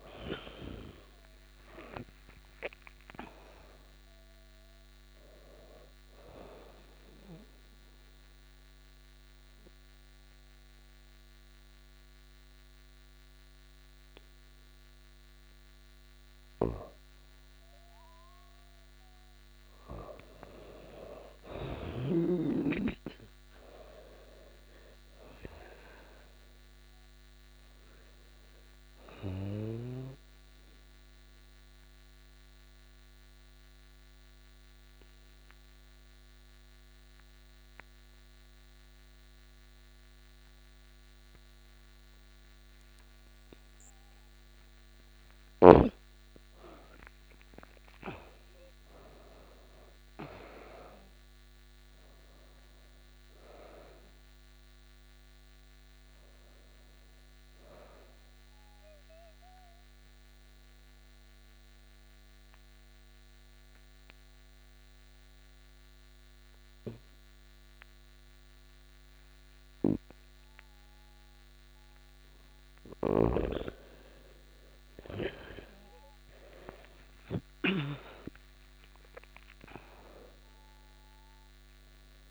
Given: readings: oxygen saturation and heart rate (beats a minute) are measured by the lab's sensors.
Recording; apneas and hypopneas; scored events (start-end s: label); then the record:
breathing in sleep by a microphone on the trachea; 3
0.00-1.50 s: arousal
0.00-16.00 s: oxygen desaturation (device-marked, oxygen 97% before, 86% lowest)
6.00-16.50 s: mixed apnea (oxygen 97% before, 86% lowest)
18.00-21.50 s: arousal
26.00-40.00 s: oxygen desaturation (device-marked, oxygen 97% before, 89% lowest)
29.00-45.00 s: mixed apnea (oxygen 97% before, 86% lowest)
47.00-51.00 s: arousal
50.00-68.00 s: oxygen desaturation (device-marked, oxygen 98% before, 86% lowest)
57.50-72.50 s: mixed apnea (oxygen 98% before, 86% lowest)
69.00-77.00 s: snoring (device-marked)
75.00-78.50 s: arousal
81.00-82.31 s: oxygen desaturation (device-marked, oxygen 97% before, 88% lowest)
From the record:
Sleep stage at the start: N2 (light sleep); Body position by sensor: on the back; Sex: female